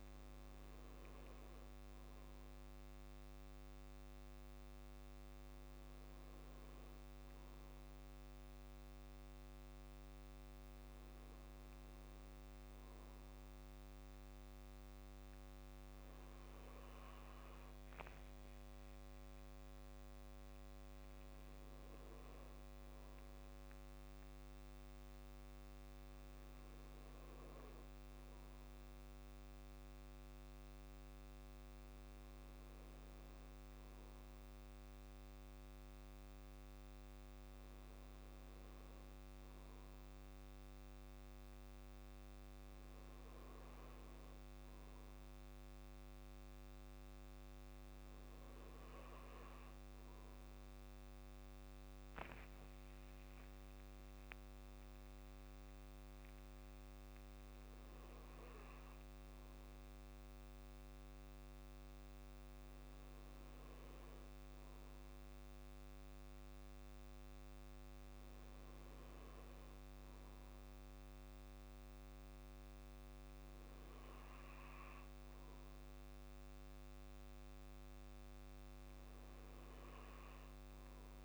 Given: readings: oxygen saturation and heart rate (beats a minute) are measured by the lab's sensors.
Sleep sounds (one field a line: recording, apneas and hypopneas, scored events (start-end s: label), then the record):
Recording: breathing in sleep, hard to hear, by a microphone on the trachea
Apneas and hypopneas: none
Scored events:
54.00-56.00 s: long interval between heartbeats (device-marked, heart rate 61 before, 78 extreme)
54.50-58.50 s: arousal
From the record:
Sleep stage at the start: N2 (light sleep)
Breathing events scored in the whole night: 61 in 5.0 hours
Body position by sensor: on the back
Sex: male